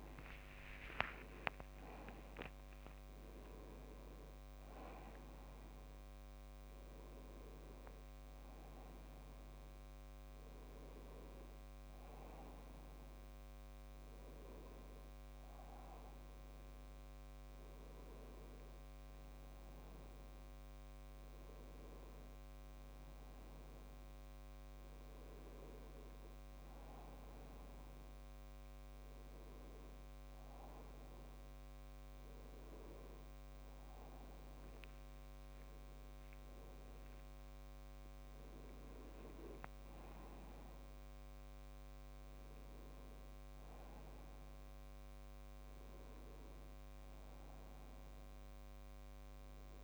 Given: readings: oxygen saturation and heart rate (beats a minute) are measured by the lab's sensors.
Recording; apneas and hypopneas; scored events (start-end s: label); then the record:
a person awake in a sleep study, by a microphone on the trachea; none
2.00-4.00 s: long interval between heartbeats (device-marked, heart rate 73 before, 83 extreme)
From the record:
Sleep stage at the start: awake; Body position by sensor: on the back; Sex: male